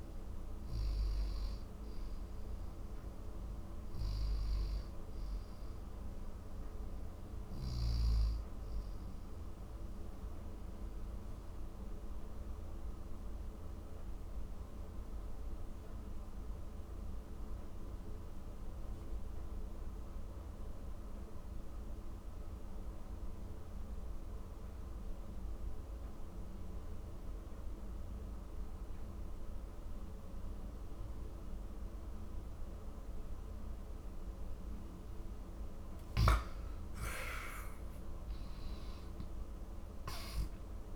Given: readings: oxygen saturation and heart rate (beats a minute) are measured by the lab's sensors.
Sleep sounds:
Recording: breathing in sleep, hard to hear, by a room microphone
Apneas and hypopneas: 1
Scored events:
9.00-35.00 s: mixed apnea (oxygen 97% before, 90% lowest, heart rate 68 before, 49 extreme, up 12 after)
36.00-40.96 s: arousal
From the record:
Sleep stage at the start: N2 (light sleep)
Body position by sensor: on the back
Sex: male

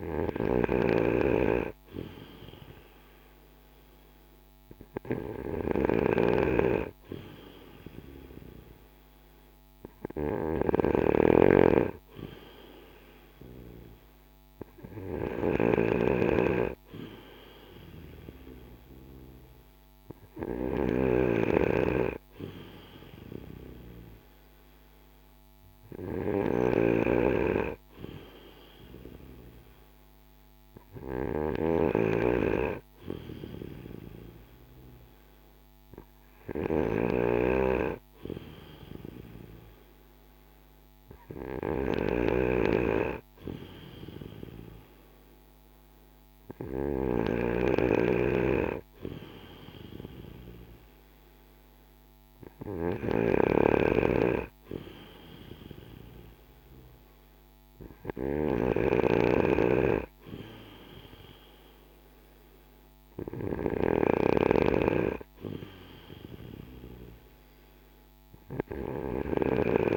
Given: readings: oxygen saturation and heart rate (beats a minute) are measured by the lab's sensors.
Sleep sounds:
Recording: breathing in sleep by a microphone on the trachea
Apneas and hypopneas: none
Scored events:
15.50-20.50 s: snoring (device-marked)
41.50-47.00 s: snoring (device-marked)
58.00-64.50 s: snoring (device-marked)
From the record:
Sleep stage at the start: N2 (light sleep)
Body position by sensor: on the back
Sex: male

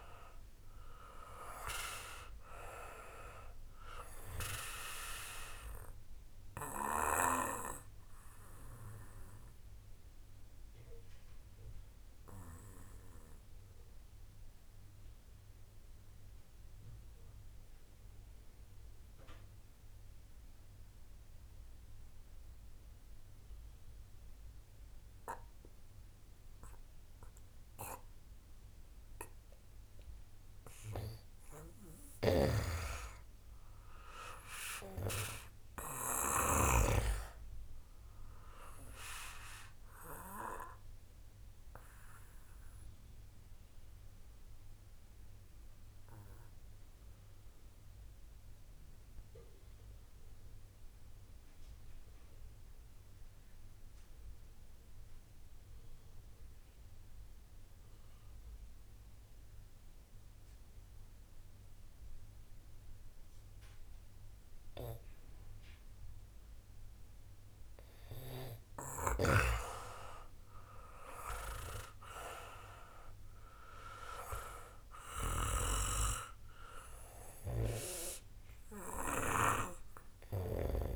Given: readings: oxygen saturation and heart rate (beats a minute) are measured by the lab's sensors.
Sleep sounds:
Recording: breathing in sleep by a room microphone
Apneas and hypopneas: 2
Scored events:
0.00-2.00 s: arousal
0.00-22.50 s: oxygen desaturation (device-marked, oxygen 88% lowest, heart rate 26 extreme)
7.00-31.50 s: obstructive apnea (oxygen 97% before, 88% lowest, heart rate 52 before, 58 extreme, up 2 after)
32.00-37.00 s: snoring (device-marked)
33.50-36.00 s: arousal
36.50-56.50 s: oxygen desaturation (device-marked, oxygen 97% before, 92% lowest, heart rate 68 before, 39 extreme)
38.50-66.50 s: obstructive apnea (oxygen 98% before, 88% lowest, heart rate 68 before, 39 extreme, up 2 after)
68.50-80.96 s: oxygen desaturation (device-marked, oxygen 95% before, 88% lowest, heart rate 60 before, 42 extreme)
69.50-72.00 s: arousal
From the record:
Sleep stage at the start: N2 (light sleep)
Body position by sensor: on the back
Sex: male

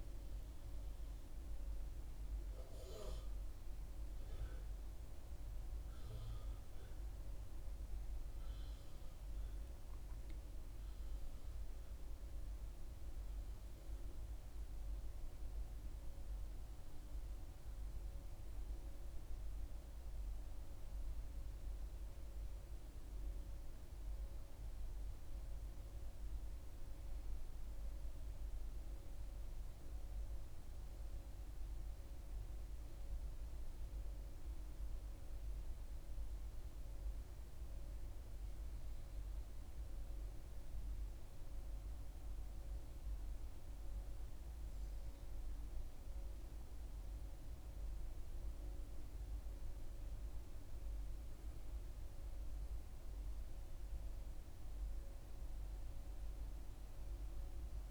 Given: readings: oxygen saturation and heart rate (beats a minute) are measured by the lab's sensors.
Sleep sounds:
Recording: a person partly awake in a sleep study, hard to hear, by a room microphone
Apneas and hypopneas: none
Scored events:
4.50-34.50 s: new sleep stage, N1 (lightest sleep)
34.50-57.91 s: new sleep stage, N2 (light sleep)
From the record:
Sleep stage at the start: awake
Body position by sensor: on the back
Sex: female

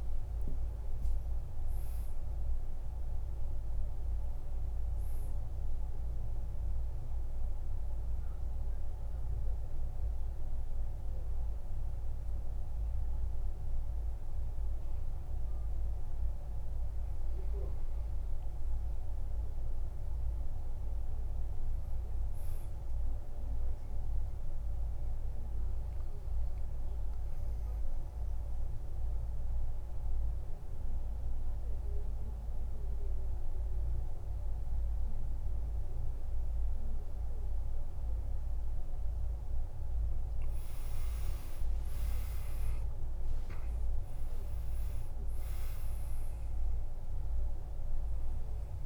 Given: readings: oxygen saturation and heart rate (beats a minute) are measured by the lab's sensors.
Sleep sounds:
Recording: breathing in sleep, hard to hear, by a room microphone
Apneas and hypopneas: 2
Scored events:
3.50-15.50 s: oxygen desaturation (device-marked, oxygen 98% before, 94% lowest, heart rate 57 before, 53 extreme)
8.50-18.50 s: obstructive apnea (oxygen 99% before, 89% lowest, heart rate 60 before, 54 extreme, up 8 after)
19.50-22.50 s: arousal
27.50-38.50 s: oxygen desaturation (device-marked, oxygen 96% before, 93% lowest, heart rate 57 before, 53 extreme)
28.00-40.00 s: obstructive apnea (oxygen 97% before, 89% lowest, heart rate 57 before, 53 extreme, up 14 after)
42.00-47.00 s: arousal
46.50-48.86 s: oxygen desaturation (device-marked, oxygen 95% before, 89% lowest, heart rate 61 before, 51 extreme)
From the record:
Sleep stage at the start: N2 (light sleep)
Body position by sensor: on the back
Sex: male

